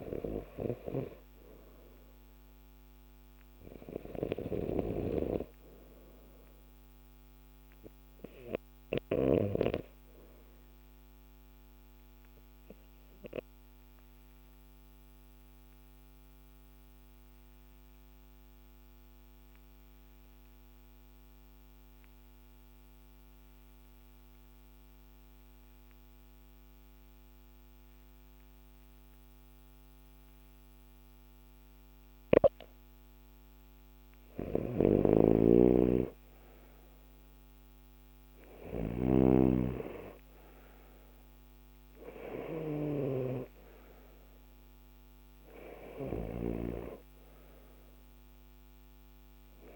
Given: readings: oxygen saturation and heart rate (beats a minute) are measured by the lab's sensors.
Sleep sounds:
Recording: breathing in sleep by a microphone on the trachea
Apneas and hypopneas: 1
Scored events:
9.50-31.50 s: obstructive apnea (oxygen 96% before, 89% lowest, heart rate 52 before, 48 extreme, up 8 after)
32.50-35.50 s: arousal
34.00-38.50 s: snoring (device-marked)
From the record:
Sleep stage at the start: N2 (light sleep)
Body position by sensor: on the left side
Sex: male

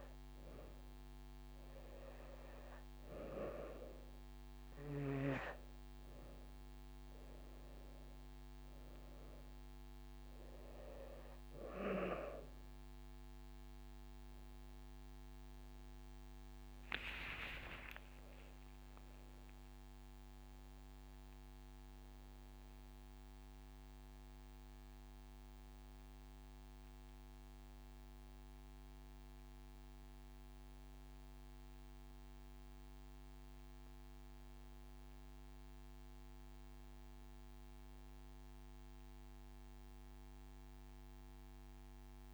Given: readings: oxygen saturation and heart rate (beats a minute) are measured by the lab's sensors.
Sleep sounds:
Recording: breathing in sleep by a microphone on the trachea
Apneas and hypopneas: none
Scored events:
0.00-6.50 s: drop in pulse transit time (device-marked, heart rate 29 extreme)
3.50-5.50 s: long interval between heartbeats (device-marked, heart rate 40 before, 37 extreme)
13.50 s: drop in pulse transit time (device-marked)
14.00-16.00 s: long interval between heartbeats (device-marked, heart rate 36 before, 65 extreme)
15.50-20.50 s: arousal
16.50-18.50 s: long interval between heartbeats (device-marked, heart rate 41 before, 53 extreme)
17.50-25.50 s: drop in pulse transit time (device-marked, heart rate 43 before, 53 extreme)
21.50-42.34 s: new sleep stage, N1 (lightest sleep)
29.50-31.50 s: long interval between heartbeats (device-marked, heart rate 62 before, 72 extreme)
33.50-35.50 s: long interval between heartbeats (device-marked, heart rate 65 before, 53 extreme)
41.00-42.34 s: long interval between heartbeats (device-marked, heart rate 64 before, 65 extreme)
From the record:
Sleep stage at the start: N2 (light sleep)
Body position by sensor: on the back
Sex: female

